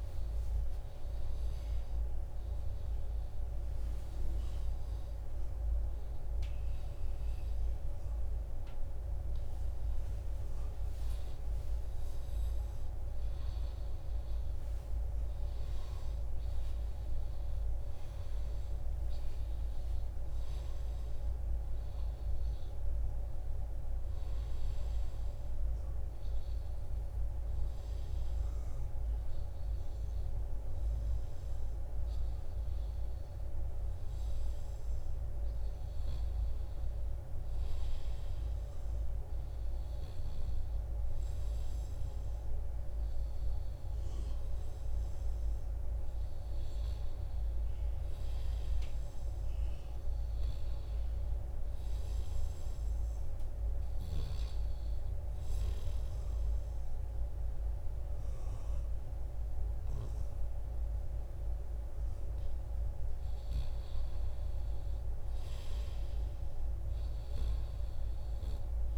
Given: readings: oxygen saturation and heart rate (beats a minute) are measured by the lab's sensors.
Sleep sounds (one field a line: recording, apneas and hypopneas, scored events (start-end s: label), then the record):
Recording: a person partly awake in a sleep study, hard to hear, by a room microphone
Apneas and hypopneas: none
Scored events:
28.00-58.00 s: new sleep stage, N1 (lightest sleep)
58.00-68.98 s: new sleep stage, N2 (light sleep)
From the record:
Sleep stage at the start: awake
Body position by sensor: on the back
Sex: male